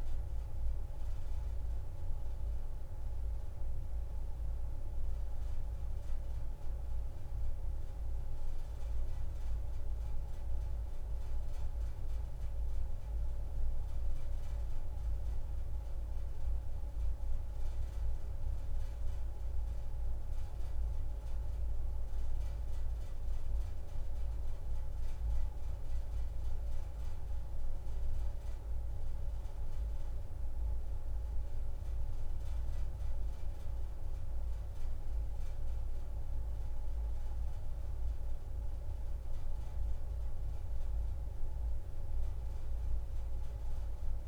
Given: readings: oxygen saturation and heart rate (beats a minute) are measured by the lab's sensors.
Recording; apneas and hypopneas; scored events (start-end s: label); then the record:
a person awake in a sleep study, hard to hear, by a room microphone; none
none scored
From the record:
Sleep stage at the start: awake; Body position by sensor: on the back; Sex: female